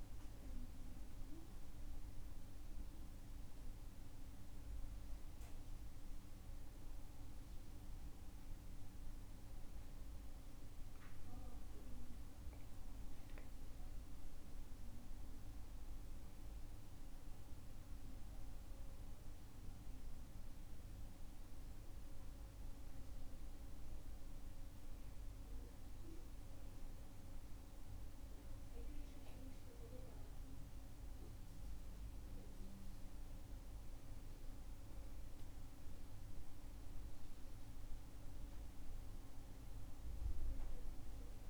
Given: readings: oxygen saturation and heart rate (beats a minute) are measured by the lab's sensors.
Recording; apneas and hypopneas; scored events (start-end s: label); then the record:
a person awake in a sleep study, hard to hear, by a room microphone; none
30.00-41.50 s: new sleep stage, N2 (light sleep)
From the record:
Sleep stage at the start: awake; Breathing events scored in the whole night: 112 in 6.8 hours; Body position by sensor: on the back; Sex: male